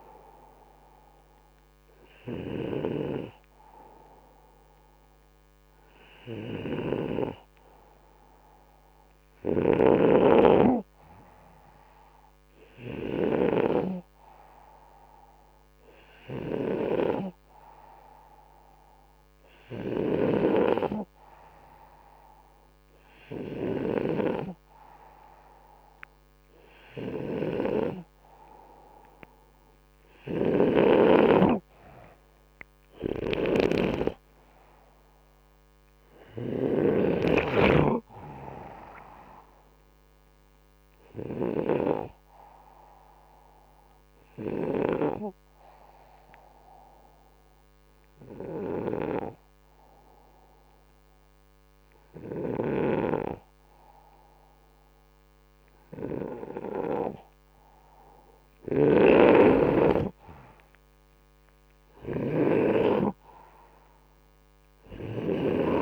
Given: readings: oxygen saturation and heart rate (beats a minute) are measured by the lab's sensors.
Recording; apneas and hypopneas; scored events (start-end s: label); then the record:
breathing in sleep by a microphone on the trachea; 1
9.00-13.50 s: snoring (device-marked)
30.00-36.50 s: snoring (device-marked)
30.50-34.50 s: arousal
33.00-47.00 s: oxygen desaturation (device-marked, oxygen 96% before, 93% lowest, heart rate 66 before, 63 extreme)
44.00-57.50 s: hypopnea (oxygen 97% before, 93% lowest, heart rate 68 before, 63 extreme, up 7 after)
58.50-62.50 s: arousal
58.50-65.82 s: snoring (device-marked)
From the record:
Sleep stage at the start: N2 (light sleep); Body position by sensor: upright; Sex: male